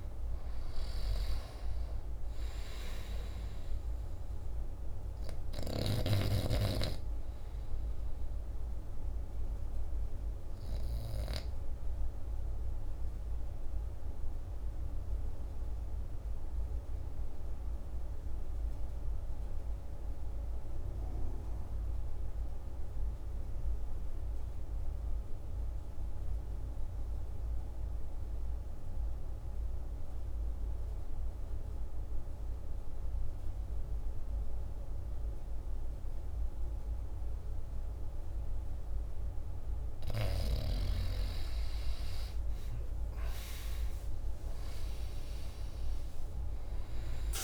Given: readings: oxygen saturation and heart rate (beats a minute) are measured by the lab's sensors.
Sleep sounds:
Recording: breathing in sleep by a room microphone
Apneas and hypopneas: 1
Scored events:
0.00-21.50 s: oxygen desaturation (device-marked, oxygen 86% lowest, heart rate 48 extreme)
13.00-40.00 s: mixed apnea (oxygen 98% before, 84% lowest, heart rate 57 before, 48 extreme, up 17 after)
36.50-47.44 s: oxygen desaturation (device-marked, oxygen 98% before, 84% lowest, heart rate 49 before, 48 extreme)
43.50-46.50 s: arousal
From the record:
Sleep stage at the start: N2 (light sleep)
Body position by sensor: on the back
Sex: male

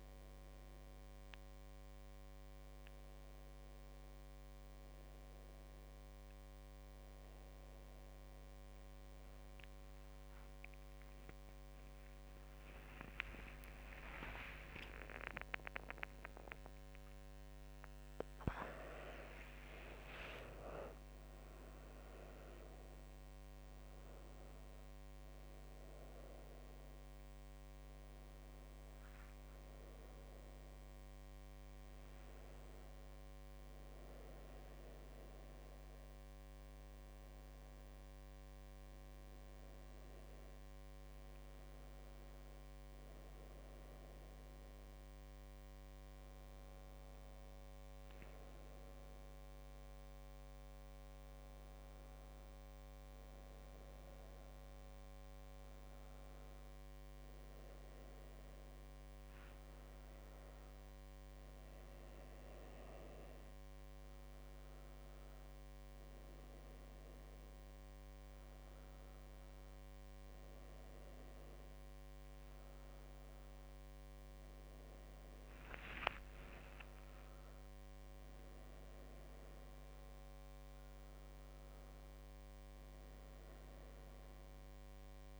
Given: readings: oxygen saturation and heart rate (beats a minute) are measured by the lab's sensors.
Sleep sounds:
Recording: a person awake in a sleep study, by a microphone on the trachea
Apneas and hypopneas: none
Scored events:
5.00-85.40 s: new sleep stage, awake
11.00-23.00 s: tachycardia (device-marked, heart rate 82 before, 119 extreme)
13.00-15.00 s: long interval between heartbeats (device-marked, heart rate 82 before, 94 extreme)
13.00-24.00 s: drop in pulse transit time (device-marked, heart rate 82 before, 94 extreme)
16.50-18.50 s: long interval between heartbeats (device-marked, heart rate 84 before, 114 extreme)
20.00-22.00 s: long interval between heartbeats (device-marked, heart rate 91 before, 112 extreme)
29.00-31.00 s: long interval between heartbeats (device-marked, heart rate 101 before, 93 extreme)
63.00-82.00 s: drop in pulse transit time (device-marked, heart rate 82 before, 82 extreme)
From the record:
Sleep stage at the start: N1 (lightest sleep)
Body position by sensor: on the back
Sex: female

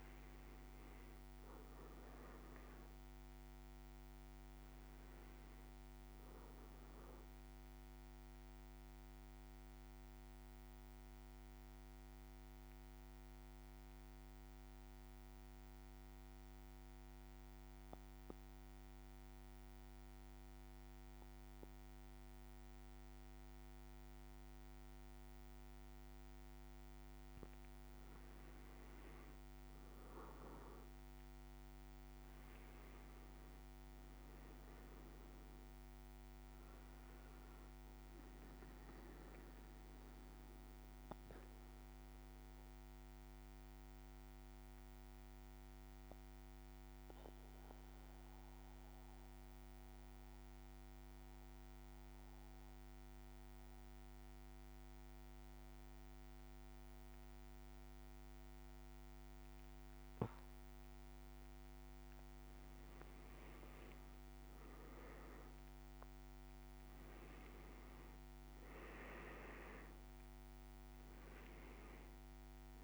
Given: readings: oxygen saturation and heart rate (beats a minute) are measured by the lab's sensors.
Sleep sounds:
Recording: breathing in sleep, hard to hear, by a microphone on the trachea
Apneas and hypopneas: 2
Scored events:
7.50-26.00 s: central apnea (oxygen 99% before, 93% lowest, heart rate 57 before, 54 extreme, up 5 after)
28.00-32.00 s: arousal
33.00-56.00 s: oxygen desaturation (device-marked, oxygen 99% before, 94% lowest, heart rate 55 before, 54 extreme)
39.50-61.50 s: mixed apnea (oxygen 99% before, 93% lowest, heart rate 57 before, 54 extreme, up 5 after)
64.00-67.50 s: arousal
67.00-72.84 s: oxygen desaturation (device-marked, oxygen 99% before, 93% lowest, heart rate 55 before, 54 extreme)
From the record:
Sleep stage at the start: N2 (light sleep)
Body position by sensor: on the back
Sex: male

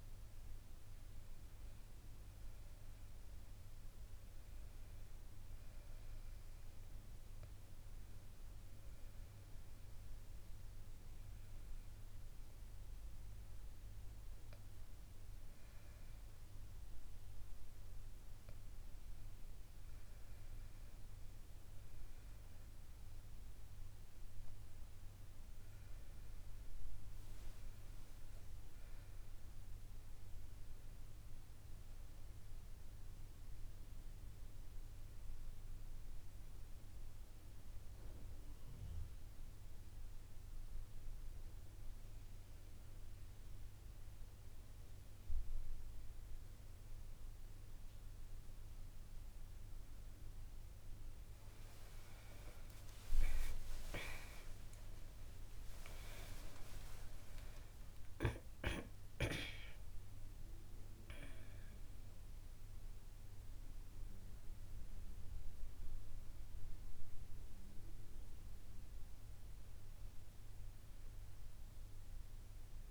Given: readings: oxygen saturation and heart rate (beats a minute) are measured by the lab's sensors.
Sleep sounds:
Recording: breathing in sleep by a room microphone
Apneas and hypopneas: none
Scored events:
43.00-72.91 s: new sleep stage, N1 (lightest sleep)
52.50-57.50 s: arousal
From the record:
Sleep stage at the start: N2 (light sleep)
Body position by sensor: on the back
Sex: female

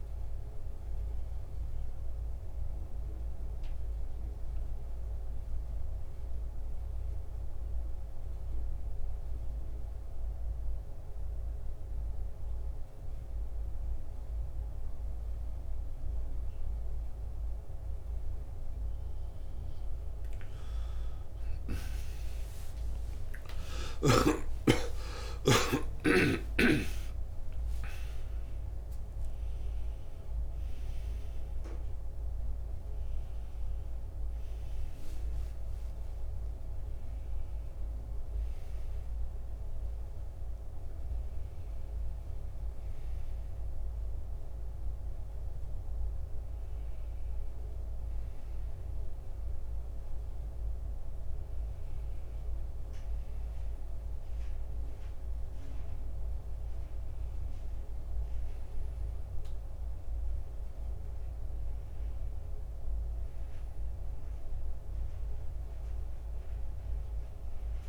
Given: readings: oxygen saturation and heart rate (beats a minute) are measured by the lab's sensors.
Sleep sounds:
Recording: a person partly awake in a sleep study, by a room microphone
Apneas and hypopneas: 1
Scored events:
0.00-1.00 s: arousal
5.00-19.00 s: central apnea (oxygen 95% before, 87% lowest, heart rate 79 before, 69 extreme, up 19 after)
16.00-50.00 s: oxygen desaturation (device-marked, oxygen 93% before, 87% lowest, heart rate 75 before, 69 extreme)
21.00-51.00 s: new sleep stage, awake
51.00-67.89 s: new sleep stage, N1 (lightest sleep)
From the record:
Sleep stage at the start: N2 (light sleep)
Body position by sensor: on the back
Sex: male

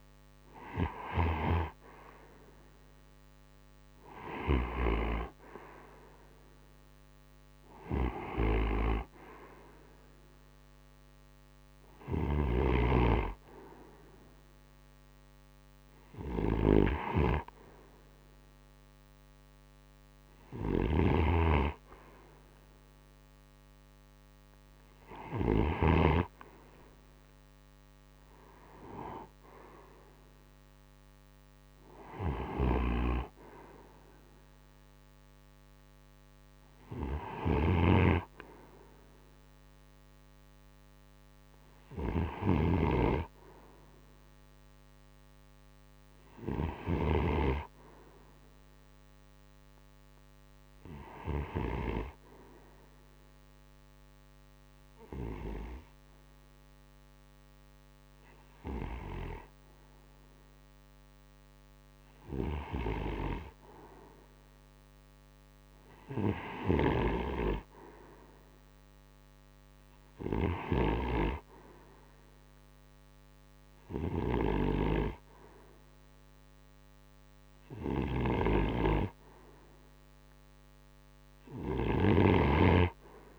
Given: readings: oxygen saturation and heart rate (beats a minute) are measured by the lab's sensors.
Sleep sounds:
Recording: breathing in sleep by a microphone on the trachea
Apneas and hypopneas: 1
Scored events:
0.00-3.50 s: arousal
0.00-4.00 s: snoring (device-marked)
11.00-25.00 s: snoring (device-marked)
25.00-29.50 s: arousal
31.50-51.00 s: snoring (device-marked)
50.00-78.00 s: hypopnea (oxygen 94% before, 88% lowest, heart rate 58 before, 34 extreme, up 19 after)
65.50-83.39 s: snoring (device-marked)
72.00-83.39 s: oxygen desaturation (device-marked, oxygen 92% before, 88% lowest, heart rate 46 before, 37 extreme)
82.00-83.39 s: arousal
From the record:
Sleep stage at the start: N2 (light sleep)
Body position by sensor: on the right side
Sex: male

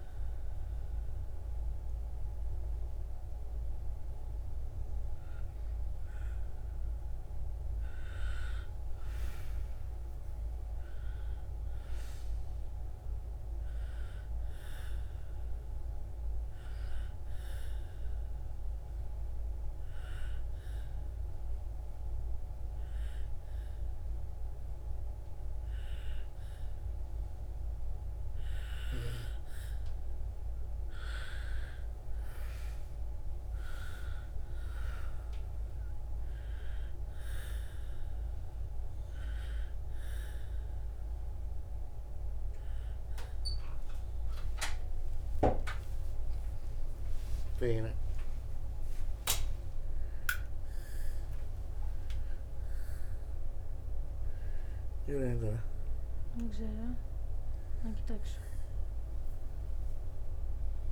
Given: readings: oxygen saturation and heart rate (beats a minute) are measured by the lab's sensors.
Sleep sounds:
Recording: breathing in sleep by a room microphone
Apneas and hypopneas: 1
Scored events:
17.50-30.00 s: obstructive apnea (oxygen 95% before, 91% lowest, heart rate 74 before, 63 extreme, up 6 after)
36.00-47.00 s: oxygen desaturation (device-marked, oxygen 96% before, 91% lowest, heart rate 69 before, 63 extreme)
47.00-60.92 s: new sleep stage, awake
From the record:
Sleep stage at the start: N1 (lightest sleep)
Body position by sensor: on the back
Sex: female

